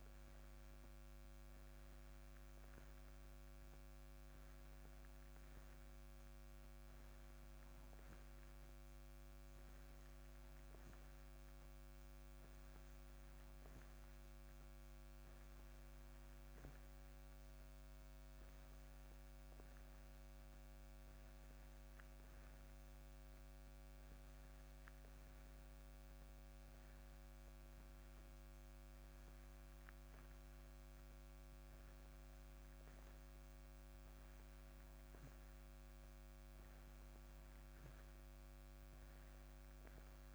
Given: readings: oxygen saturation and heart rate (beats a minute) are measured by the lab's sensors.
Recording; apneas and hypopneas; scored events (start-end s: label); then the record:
breathing in sleep, hard to hear, by a microphone on the trachea; none
37.00-40.35 s: arousal
From the record:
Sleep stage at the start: N2 (light sleep); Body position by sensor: on the back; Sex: male